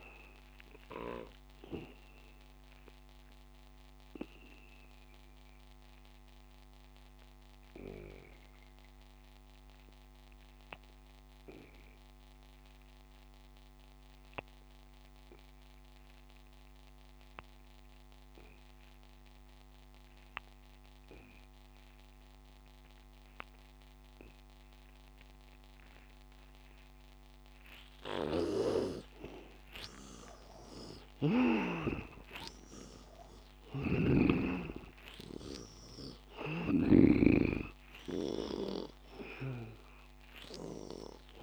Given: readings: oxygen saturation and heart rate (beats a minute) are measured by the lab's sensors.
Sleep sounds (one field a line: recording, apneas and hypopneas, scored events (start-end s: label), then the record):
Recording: breathing in sleep by a microphone on the trachea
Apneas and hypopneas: 1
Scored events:
0.00-15.50 s: oxygen desaturation (device-marked, oxygen 78% lowest, heart rate 78 extreme)
2.50-30.00 s: obstructive apnea (oxygen 99% before, 78% lowest, heart rate 89 before, 78 extreme, up 20 after)
24.50-41.43 s: oxygen desaturation (device-marked, oxygen 100% before, 79% lowest, heart rate 89 before, 80 extreme)
28.00-32.00 s: snoring (device-marked)
32.00-35.00 s: arousal
36.50-41.00 s: snoring (device-marked)
From the record:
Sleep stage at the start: N2 (light sleep)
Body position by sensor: on the back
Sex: male